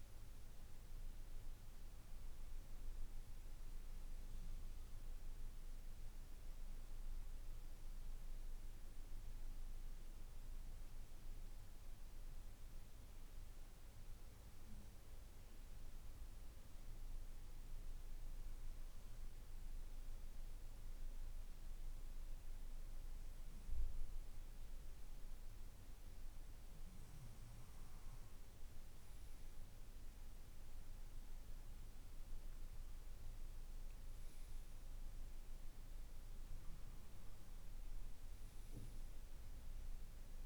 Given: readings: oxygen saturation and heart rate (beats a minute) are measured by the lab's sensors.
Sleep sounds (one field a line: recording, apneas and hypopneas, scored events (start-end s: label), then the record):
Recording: breathing in sleep, hard to hear, by a room microphone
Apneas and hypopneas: none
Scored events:
none scored
From the record:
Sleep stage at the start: N2 (light sleep)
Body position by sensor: on the left side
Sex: male